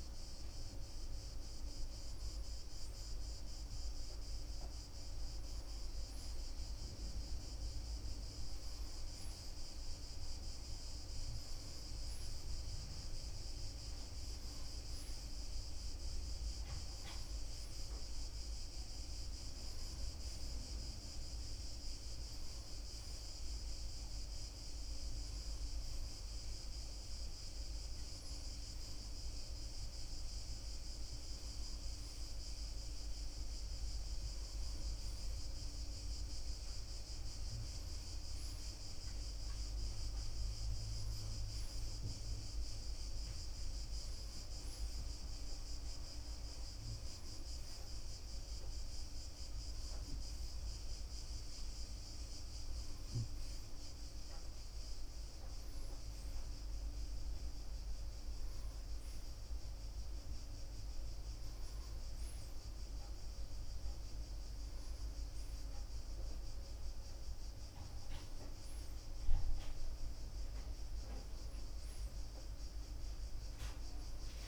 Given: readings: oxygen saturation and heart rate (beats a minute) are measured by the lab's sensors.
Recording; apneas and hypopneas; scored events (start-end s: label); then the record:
breathing in sleep, hard to hear, by a room microphone; none
none scored
From the record:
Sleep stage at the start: N1 (lightest sleep); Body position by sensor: on the front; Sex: male